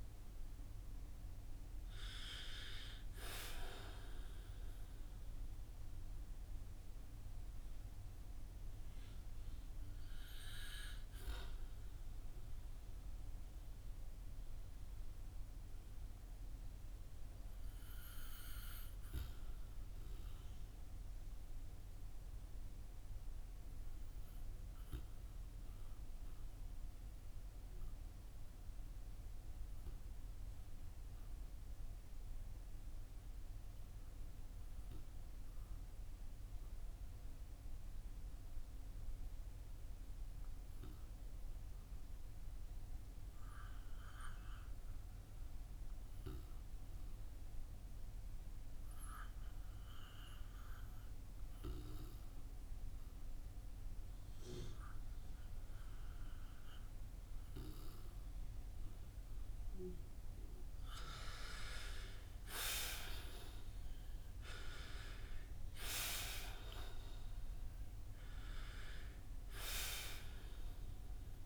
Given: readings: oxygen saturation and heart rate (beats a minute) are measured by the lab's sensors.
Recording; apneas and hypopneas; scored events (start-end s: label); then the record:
breathing in sleep by a room microphone; 1
0.00-23.50 s: oxygen desaturation (device-marked, oxygen 85% lowest, heart rate 52 extreme)
11.00-56.50 s: obstructive apnea (oxygen 94% before, 81% lowest, heart rate 62 before, 52 extreme, up 9 after)
42.50-71.46 s: oxygen desaturation (device-marked, oxygen 97% before, 81% lowest, heart rate 56 before, 48 extreme)
58.00-62.50 s: arousal
From the record:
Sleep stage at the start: REM sleep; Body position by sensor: on the back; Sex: male